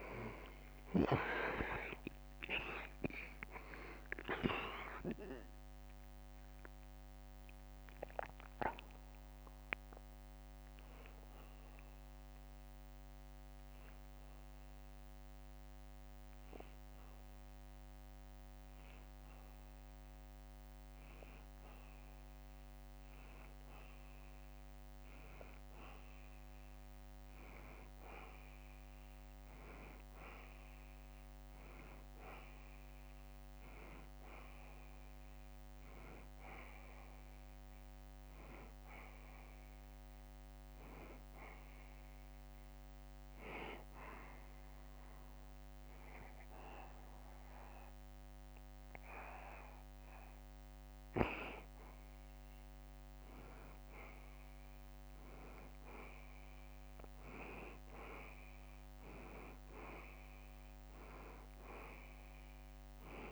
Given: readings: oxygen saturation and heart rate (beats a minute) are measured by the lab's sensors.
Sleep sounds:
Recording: breathing in sleep by a microphone on the trachea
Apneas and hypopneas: 2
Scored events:
0.00-2.00 s: arousal
1.50-34.50 s: oxygen desaturation (device-marked, oxygen 94% before, 88% lowest, heart rate 72 before, 72 extreme)
4.50-19.50 s: drop in pulse transit time (device-marked, heart rate 72 before, 75 extreme)
12.00-23.00 s: hypopnea (oxygen 94% before, 88% lowest, heart rate 74 before, 73 extreme, up 0 after)
26.50-30.50 s: arousal
42.50-53.50 s: hypopnea (oxygen 96% before, 90% lowest, heart rate 75 before, 72 extreme, up 3 after)
56.50-59.50 s: arousal
60.50-63.32 s: oxygen desaturation (device-marked, oxygen 94% before, 90% lowest, heart rate 73 before, 73 extreme)
From the record:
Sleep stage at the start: N2 (light sleep)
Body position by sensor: on the back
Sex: male

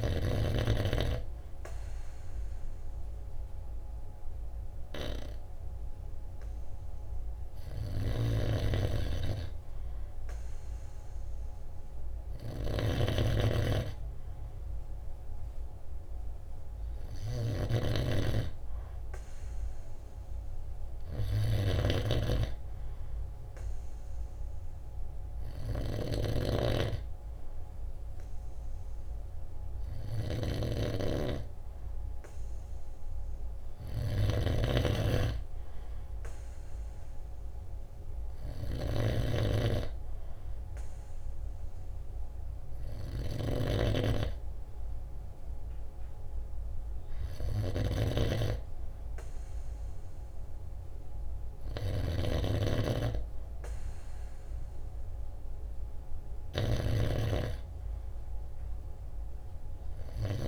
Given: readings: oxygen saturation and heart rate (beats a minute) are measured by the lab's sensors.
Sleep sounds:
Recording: breathing in sleep by a room microphone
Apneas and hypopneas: none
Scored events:
52.00-60.48 s: snoring (device-marked)
From the record:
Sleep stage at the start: N2 (light sleep)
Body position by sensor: on the right side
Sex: male

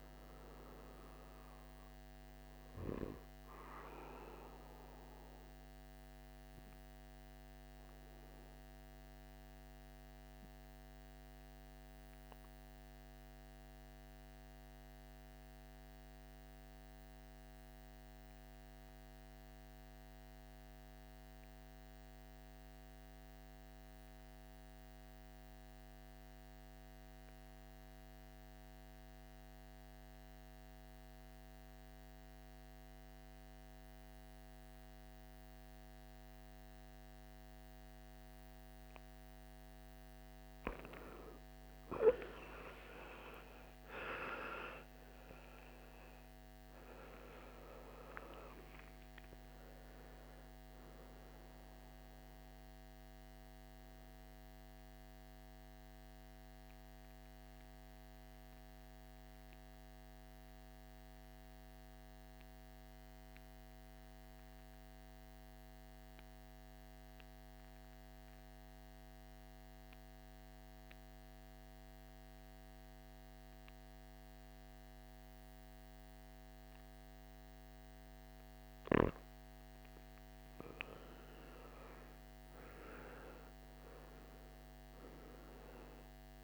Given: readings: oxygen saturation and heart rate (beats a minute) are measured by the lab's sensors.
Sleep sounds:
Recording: breathing in sleep by a microphone on the trachea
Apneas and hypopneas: 2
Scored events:
0.00-16.00 s: oxygen desaturation (device-marked, oxygen 88% lowest, heart rate 57 extreme)
4.50-39.50 s: obstructive apnea (oxygen 98% before, 84% lowest, heart rate 71 before, 57 extreme, up 27 after)
34.00-69.00 s: oxygen desaturation (device-marked, oxygen 99% before, 84% lowest, heart rate 62 before, 58 extreme)
41.50-46.50 s: arousal
53.50-77.50 s: mixed apnea (oxygen 99% before, 84% lowest, heart rate 74 before, 58 extreme, up 14 after)
80.00-84.00 s: arousal
85.00-86.44 s: oxygen desaturation (device-marked, oxygen 99% before, 90% lowest, heart rate 63 before, 58 extreme)
From the record:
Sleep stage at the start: N2 (light sleep)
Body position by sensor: on the right side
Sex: male

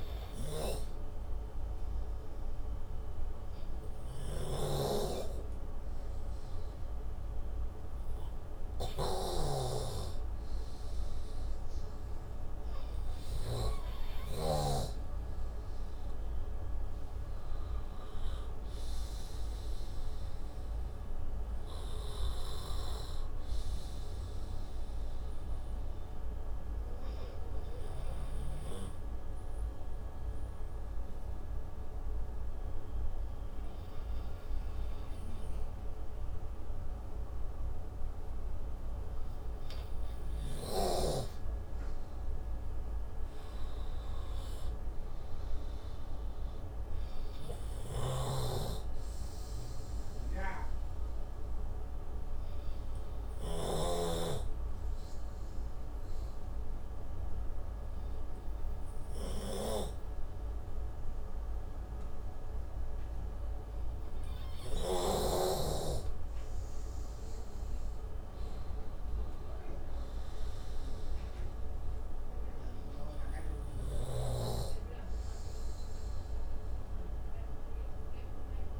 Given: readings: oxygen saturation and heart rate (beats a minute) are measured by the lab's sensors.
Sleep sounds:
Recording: breathing in sleep by a room microphone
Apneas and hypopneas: 2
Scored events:
0.00-13.00 s: oxygen desaturation (device-marked, oxygen 92% lowest, heart rate 61 extreme)
5.00-15.00 s: snoring (device-marked)
22.00-39.50 s: obstructive apnea (oxygen 98% before, 90% lowest, heart rate 80 before, 61 extreme, up 24 after)
42.50-46.00 s: arousal
45.00-67.00 s: oxygen desaturation (device-marked, oxygen 96% before, 90% lowest, heart rate 65 before, 61 extreme)
48.50-54.50 s: snoring (device-marked)
51.50-65.50 s: obstructive apnea (oxygen 96% before, 90% lowest, heart rate 69 before, 61 extreme, up 22 after)
67.50-72.00 s: arousal
From the record:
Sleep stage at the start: N2 (light sleep)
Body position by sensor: on the right side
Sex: male

